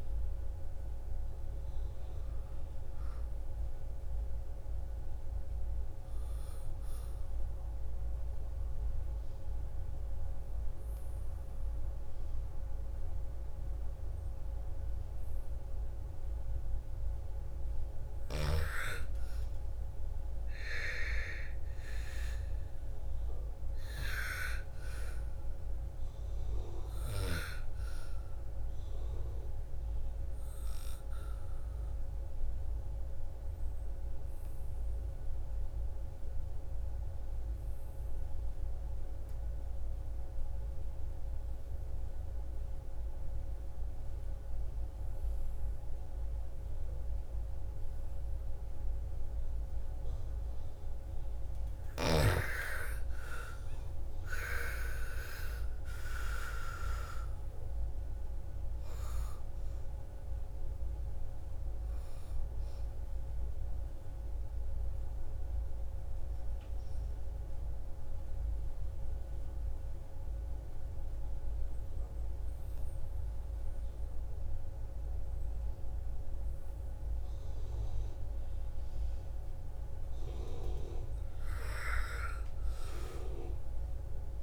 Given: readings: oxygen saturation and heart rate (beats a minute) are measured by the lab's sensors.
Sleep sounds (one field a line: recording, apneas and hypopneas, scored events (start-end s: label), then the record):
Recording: breathing in sleep by a room microphone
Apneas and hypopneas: 3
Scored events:
0.00-2.50 s: oxygen desaturation (device-marked, oxygen 76% lowest, heart rate 55 extreme)
7.00-17.00 s: obstructive apnea (oxygen 100% before, 81% lowest, heart rate 64 before, 56 extreme, up 10 after)
19.50-23.50 s: arousal
23.50-37.50 s: oxygen desaturation (device-marked, oxygen 98% before, 91% lowest, heart rate 60 before, 55 extreme)
29.50-50.50 s: obstructive apnea (oxygen 100% before, 81% lowest, heart rate 62 before, 55 extreme, up 14 after)
50.50-79.50 s: oxygen desaturation (device-marked, oxygen 98% before, 81% lowest, heart rate 58 before, 56 extreme)
52.00-55.00 s: arousal
62.50-79.00 s: obstructive apnea (oxygen 98% before, 81% lowest, heart rate 62 before, 56 extreme, up 8 after)
81.00-84.00 s: arousal
From the record:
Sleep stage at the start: N2 (light sleep)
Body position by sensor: on the back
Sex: female